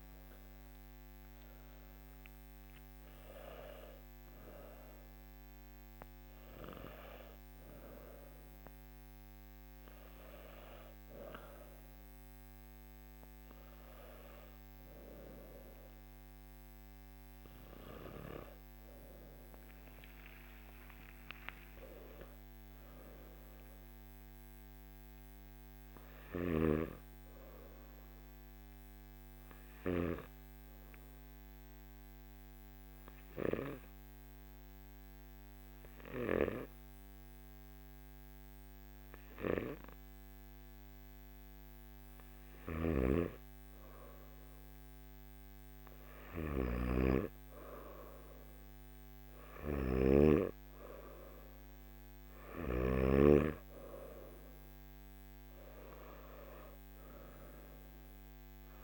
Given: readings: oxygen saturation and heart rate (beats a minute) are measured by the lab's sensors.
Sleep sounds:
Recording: breathing in sleep by a microphone on the trachea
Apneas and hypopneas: 1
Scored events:
20.00-22.00 s: long interval between heartbeats (device-marked, heart rate 60 before, 67 extreme)
29.00-41.50 s: obstructive apnea (oxygen 99% before, 95% lowest, heart rate 61 before, 50 extreme, up 8 after)
46.00-52.50 s: snoring (device-marked)
47.00-58.84 s: oxygen desaturation (device-marked, oxygen 98% before, 95% lowest, heart rate 52 before, 50 extreme)
From the record:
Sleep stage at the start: N1 (lightest sleep)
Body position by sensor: on the back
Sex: male

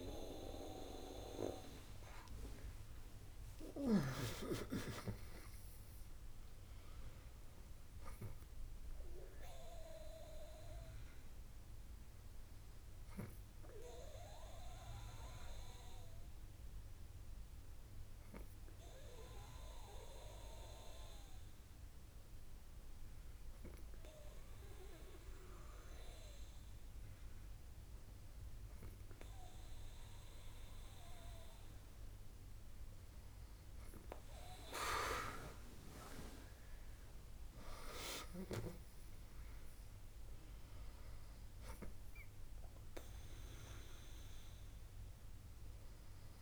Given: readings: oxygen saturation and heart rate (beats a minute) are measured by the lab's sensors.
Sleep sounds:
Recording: breathing in sleep by a room microphone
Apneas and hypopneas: 1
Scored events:
3.00-6.00 s: arousal
14.50-29.50 s: hypopnea (oxygen 98% before, 97% lowest, heart rate 69 before, 61 extreme, up 15 after)
35.00-38.50 s: arousal
From the record:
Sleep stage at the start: N2 (light sleep)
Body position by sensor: on the back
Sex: female

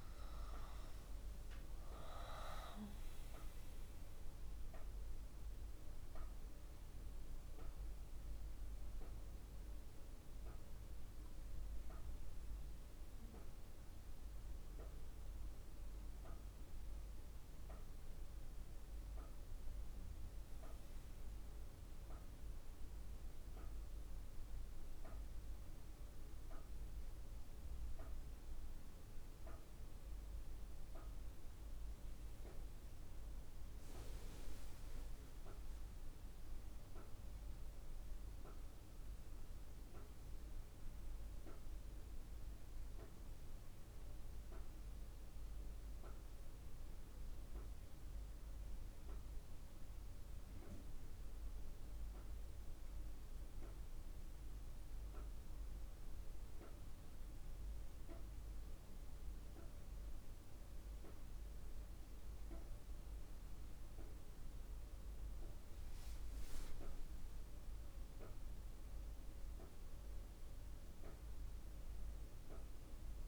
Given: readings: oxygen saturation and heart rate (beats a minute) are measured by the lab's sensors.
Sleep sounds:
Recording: breathing in sleep, hard to hear, by a room microphone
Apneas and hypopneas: none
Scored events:
0.00-1.00 s: arousal
0.00-3.50 s: oxygen desaturation (device-marked, oxygen 96% lowest, heart rate 58 extreme)
From the record:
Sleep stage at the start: N1 (lightest sleep)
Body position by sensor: on the back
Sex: female

